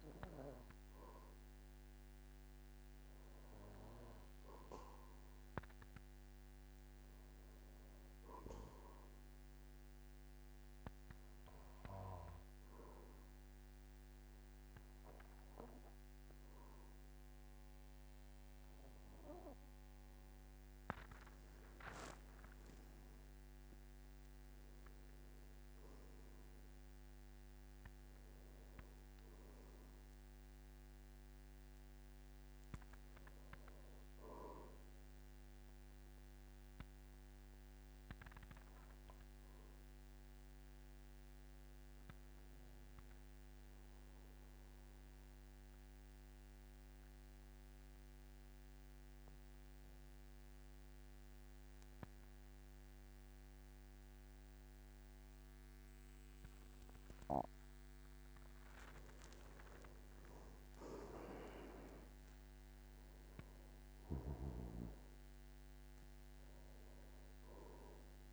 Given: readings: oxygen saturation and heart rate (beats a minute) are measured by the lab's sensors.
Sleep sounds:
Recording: breathing in sleep by a microphone on the trachea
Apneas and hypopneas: 2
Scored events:
9.50-20.50 s: obstructive apnea (oxygen 98% before, 92% lowest, heart rate 61 before, 47 extreme, up 11 after)
20.00-49.00 s: oxygen desaturation (device-marked, oxygen 97% before, 93% lowest, heart rate 51 before, 47 extreme)
22.50-26.50 s: arousal
36.50-57.50 s: obstructive apnea (oxygen 98% before, 91% lowest, heart rate 57 before, 46 extreme, up 18 after)
60.00-63.50 s: arousal
62.00-68.33 s: oxygen desaturation (device-marked, oxygen 98% before, 91% lowest, heart rate 50 before, 46 extreme)
From the record:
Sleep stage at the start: N2 (light sleep)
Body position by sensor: on the back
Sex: male

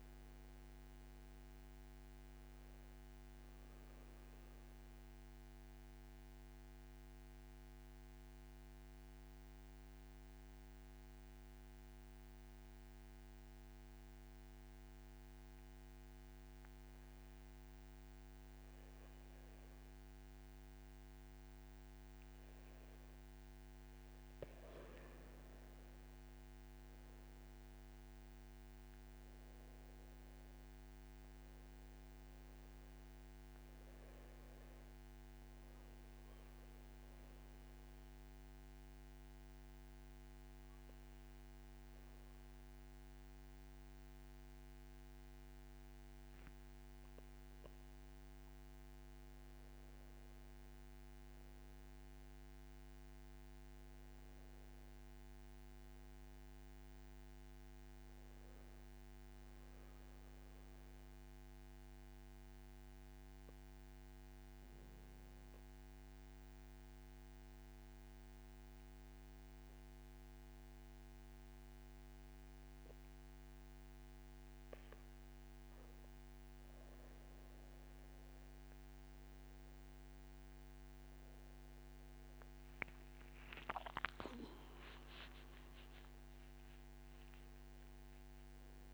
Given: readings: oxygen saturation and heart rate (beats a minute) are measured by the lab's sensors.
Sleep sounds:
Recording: breathing in sleep, hard to hear, by a microphone on the trachea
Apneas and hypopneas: 3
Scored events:
0.00-14.00 s: oxygen desaturation (device-marked, oxygen 91% lowest, heart rate 60 extreme)
4.00-23.00 s: mixed apnea (oxygen 96% before, 90% lowest, heart rate 63 before, 60 extreme, up 3 after)
25.00-29.00 s: arousal
29.00-49.00 s: oxygen desaturation (device-marked, oxygen 95% before, 90% lowest, heart rate 63 before, 62 extreme)
37.00-47.00 s: central apnea (oxygen 95% before, 88% lowest, heart rate 64 before, 62 extreme, up 6 after)
48.00-52.50 s: arousal
59.50-76.00 s: mixed apnea (oxygen 95% before, 88% lowest, heart rate 67 before, 62 extreme, up 2 after)
80.00-88.94 s: oxygen desaturation (device-marked, oxygen 94% before, 88% lowest, heart rate 63 before, 59 extreme)
82.50-87.00 s: arousal
From the record:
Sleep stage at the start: N2 (light sleep)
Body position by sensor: on the back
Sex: male

